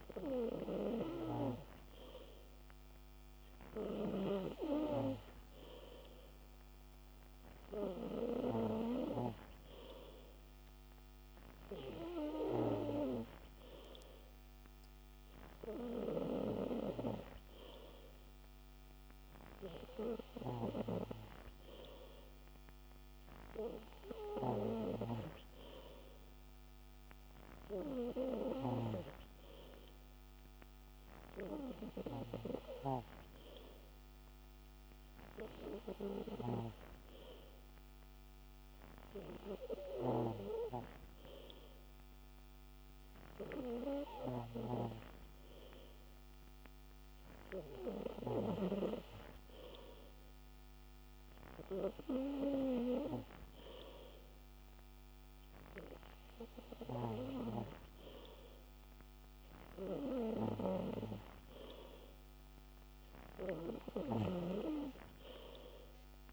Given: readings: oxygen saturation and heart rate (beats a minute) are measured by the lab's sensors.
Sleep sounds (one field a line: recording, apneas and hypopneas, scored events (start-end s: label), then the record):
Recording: breathing in sleep by a microphone on the trachea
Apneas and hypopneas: none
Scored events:
none scored
From the record:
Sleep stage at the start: N3 (deep sleep)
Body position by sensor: on the back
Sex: male